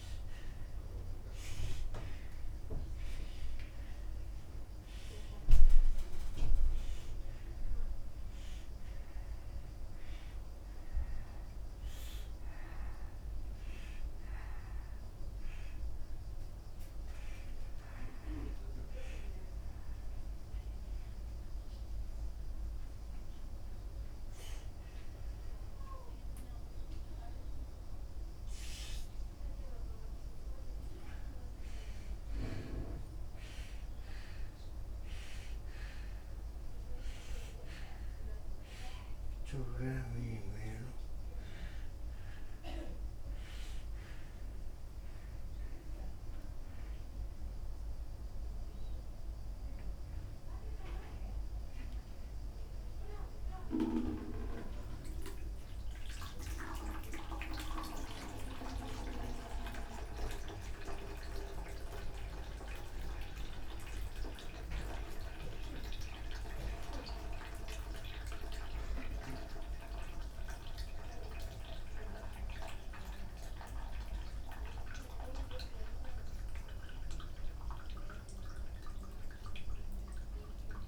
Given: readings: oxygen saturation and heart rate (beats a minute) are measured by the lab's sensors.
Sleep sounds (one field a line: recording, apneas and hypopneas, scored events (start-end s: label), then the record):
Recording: a person awake in a sleep study, by a room microphone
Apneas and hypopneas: none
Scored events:
9.00-13.00 s: oxygen desaturation (device-marked, oxygen 90% before, 87% lowest, heart rate 123 before, 92 extreme)
From the record:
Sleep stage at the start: awake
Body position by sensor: upright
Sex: male